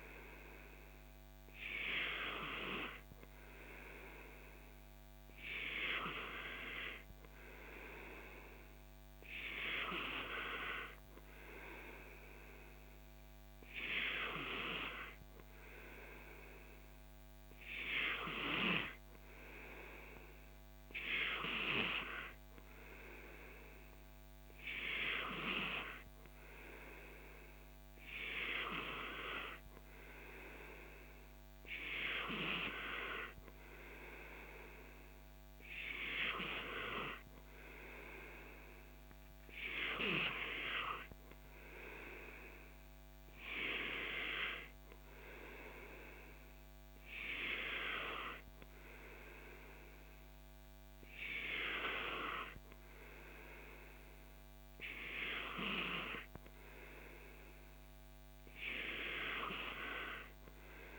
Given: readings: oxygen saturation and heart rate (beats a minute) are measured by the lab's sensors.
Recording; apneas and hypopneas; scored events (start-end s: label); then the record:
breathing in sleep by a microphone on the trachea; none
none scored
From the record:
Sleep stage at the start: N2 (light sleep); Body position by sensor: on the back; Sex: male